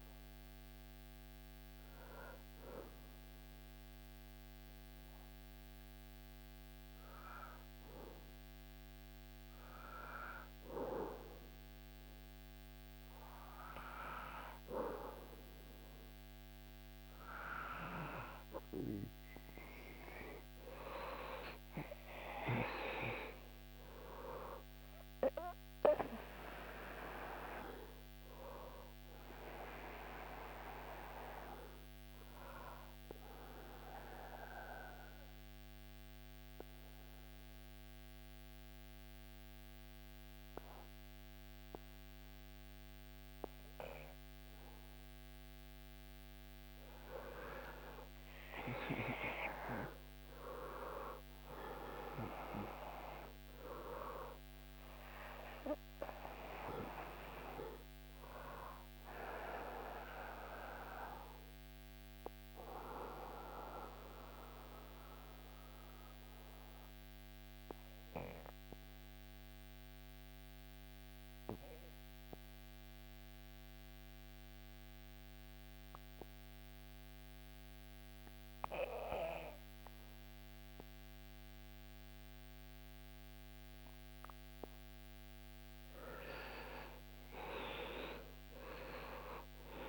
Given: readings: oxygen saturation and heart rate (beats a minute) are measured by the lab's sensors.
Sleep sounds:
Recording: breathing in sleep by a microphone on the trachea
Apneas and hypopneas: 3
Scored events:
4.00-15.50 s: hypopnea (oxygen 99% before, 96% lowest, heart rate 84 before, 74 extreme, up 6 after)
19.50-23.50 s: arousal
30.00-44.50 s: obstructive apnea (oxygen 99% before, 91% lowest, heart rate 78 before, 76 extreme, up 6 after)
47.50-52.00 s: arousal
58.00-84.00 s: obstructive apnea (oxygen 99% before, 91% lowest, heart rate 79 before, 77 extreme, up 6 after)
81.50-89.89 s: oxygen desaturation (device-marked, oxygen 99% before, 91% lowest, heart rate 79 before, 73 extreme)
86.00-89.50 s: arousal
From the record:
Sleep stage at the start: N2 (light sleep)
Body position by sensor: on the back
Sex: male

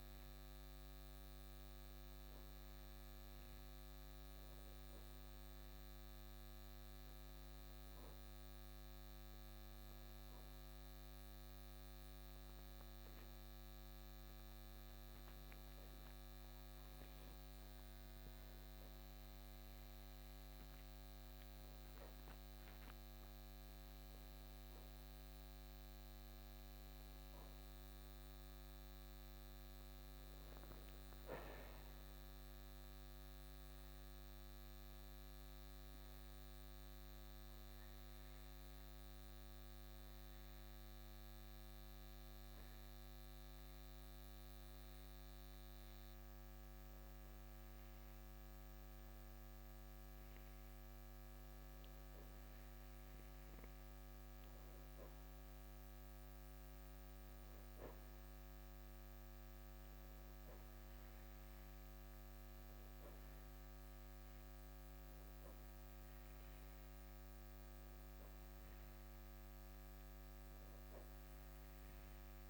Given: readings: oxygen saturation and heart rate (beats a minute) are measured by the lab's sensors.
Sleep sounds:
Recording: breathing in sleep, hard to hear, by a microphone on the trachea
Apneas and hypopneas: 1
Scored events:
28.00-31.50 s: arousal
33.00-45.50 s: hypopnea (oxygen 94% before, 90% lowest, heart rate 55 before, 54 extreme, up 0 after)
47.00-50.50 s: arousal
58.50-72.50 s: oxygen desaturation (device-marked, oxygen 95% before, 90% lowest, heart rate 55 before, 54 extreme)
From the record:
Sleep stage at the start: N2 (light sleep)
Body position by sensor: on the back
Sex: male

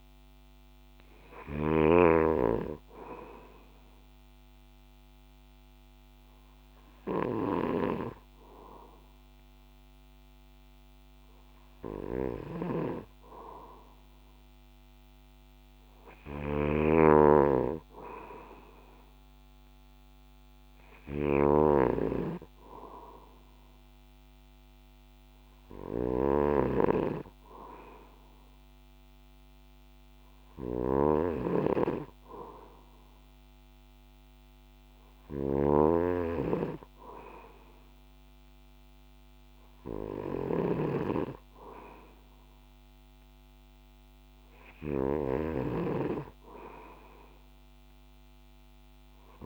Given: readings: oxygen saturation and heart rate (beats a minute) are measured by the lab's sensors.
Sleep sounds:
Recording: breathing in sleep by a microphone on the trachea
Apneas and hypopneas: none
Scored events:
0.00-49.46 s: snoring (device-marked)
From the record:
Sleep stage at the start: N2 (light sleep)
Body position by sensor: on the back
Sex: male

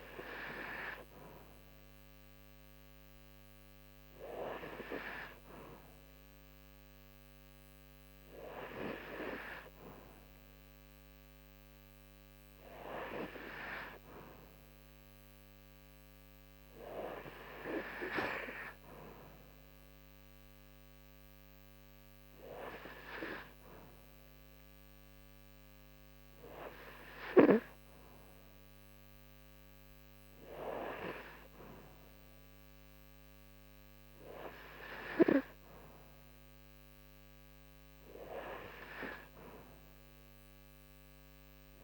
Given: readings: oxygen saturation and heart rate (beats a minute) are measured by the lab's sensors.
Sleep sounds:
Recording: breathing in sleep by a microphone on the trachea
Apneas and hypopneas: none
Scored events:
none scored
From the record:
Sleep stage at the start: N2 (light sleep)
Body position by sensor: on the right side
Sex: female

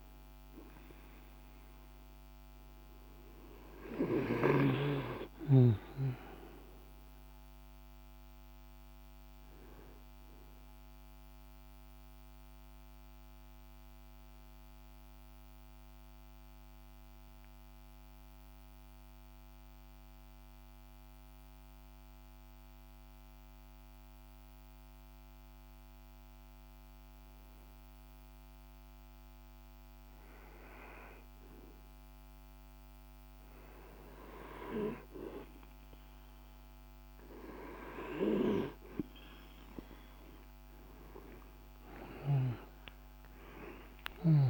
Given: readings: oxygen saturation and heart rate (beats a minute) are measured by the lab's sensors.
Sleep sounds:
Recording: breathing in sleep by a microphone on the trachea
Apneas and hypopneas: 1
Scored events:
14.50-30.00 s: mixed apnea (oxygen 97% before, 92% lowest, heart rate 53 before, 50 extreme, up 2 after)
36.50-44.50 s: oxygen desaturation (device-marked, oxygen 99% before, 92% lowest, heart rate 51 before, 47 extreme)
42.00-44.50 s: arousal
43.50-44.50 s: snoring (device-marked)
From the record:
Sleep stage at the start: N2 (light sleep)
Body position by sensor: on the back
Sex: male

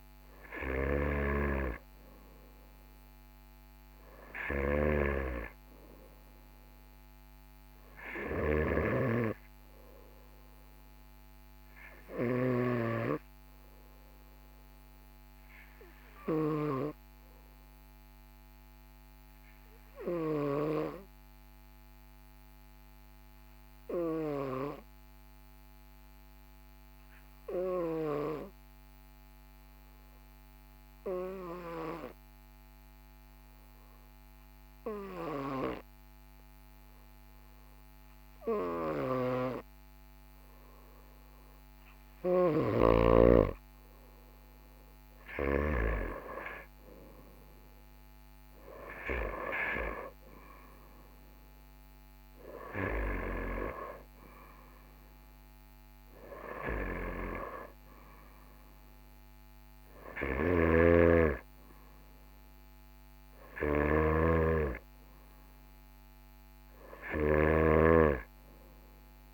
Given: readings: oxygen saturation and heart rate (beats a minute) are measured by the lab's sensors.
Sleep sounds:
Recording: breathing in sleep by a microphone on the trachea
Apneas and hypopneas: 1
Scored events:
17.00-42.00 s: obstructive apnea (oxygen 98% before, 94% lowest, heart rate 45 before, 43 extreme, up 2 after)
41.00-69.34 s: oxygen desaturation (device-marked, oxygen 98% before, 94% lowest, heart rate 44 before, 44 extreme)
44.00-48.50 s: arousal
60.00-69.34 s: snoring (device-marked)
From the record:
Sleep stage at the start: N2 (light sleep)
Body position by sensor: on the right side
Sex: male

